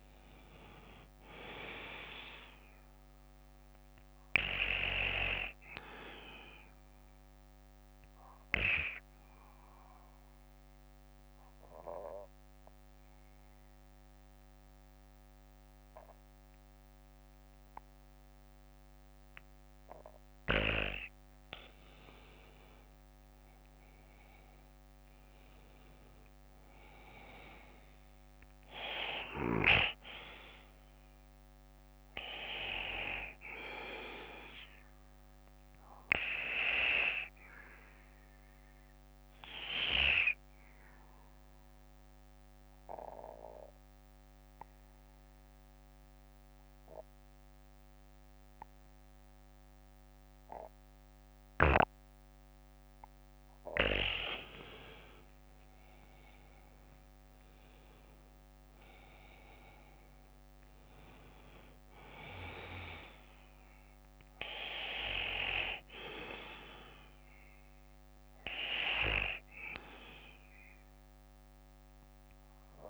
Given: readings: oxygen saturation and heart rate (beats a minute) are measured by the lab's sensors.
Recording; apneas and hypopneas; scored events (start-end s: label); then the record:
breathing in sleep by a microphone on the trachea; 2
0.00-23.50 s: oxygen desaturation (device-marked, oxygen 91% lowest, heart rate 47 extreme)
1.50-14.50 s: bradycardia (device-marked, heart rate 61 before, 47 extreme)
4.50-22.50 s: obstructive apnea (oxygen 97% before, 91% lowest, heart rate 63 before, 53 extreme, up 12 after)
24.50-28.00 s: arousal
28.50-49.50 s: bradycardia (device-marked, heart rate 61 before, 52 extreme)
40.00-54.00 s: mixed apnea (oxygen 96% before, 92% lowest, heart rate 61 before, 50 extreme, up 22 after)
51.50-53.50 s: bradycardia (device-marked, heart rate 60 before, 58 extreme)
57.50-62.00 s: arousal
63.50-72.90 s: bradycardia (device-marked, heart rate 60 before, 50 extreme)
From the record:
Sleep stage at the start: N2 (light sleep); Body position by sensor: on the back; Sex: male